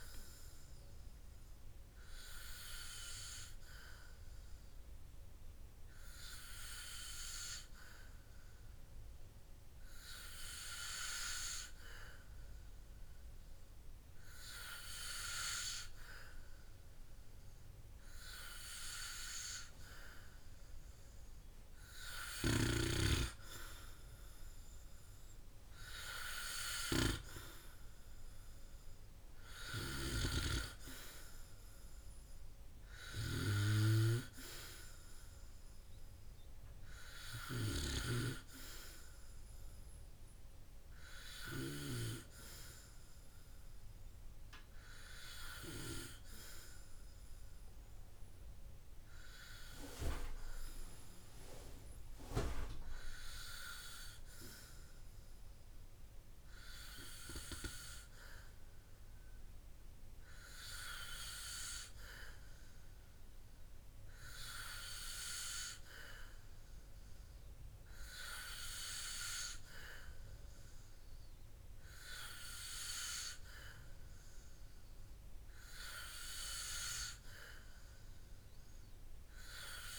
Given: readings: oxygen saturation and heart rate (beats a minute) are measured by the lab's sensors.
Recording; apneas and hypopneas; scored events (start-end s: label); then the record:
breathing in sleep by a room microphone; 1
3.00-18.50 s: hypopnea (oxygen 95% before, 94% lowest, heart rate 57 before, 59 extreme, up 14 after)
22.50-25.00 s: arousal
From the record:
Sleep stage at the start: N2 (light sleep); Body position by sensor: on the back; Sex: male